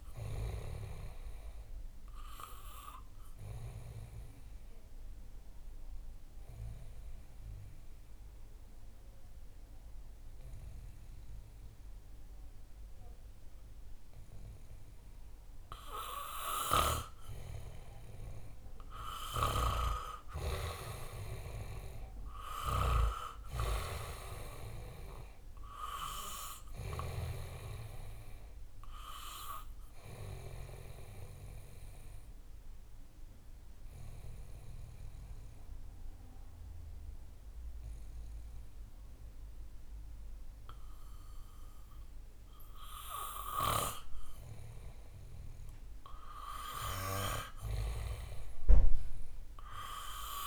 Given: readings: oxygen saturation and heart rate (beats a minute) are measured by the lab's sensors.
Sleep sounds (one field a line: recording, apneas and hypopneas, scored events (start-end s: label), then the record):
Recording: breathing in sleep by a room microphone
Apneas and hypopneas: 2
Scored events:
4.50-17.00 s: obstructive apnea (oxygen 99% before, 90% lowest, heart rate 67 before, 60 extreme, up 11 after)
20.50-24.50 s: arousal
25.50-45.50 s: oxygen desaturation (device-marked, oxygen 96% before, 90% lowest, heart rate 65 before, 60 extreme)
30.50-43.50 s: obstructive apnea (oxygen 97% before, 90% lowest, heart rate 66 before, 61 extreme, up 9 after)
47.00-50.46 s: arousal
From the record:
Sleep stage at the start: N2 (light sleep)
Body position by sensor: on the back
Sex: male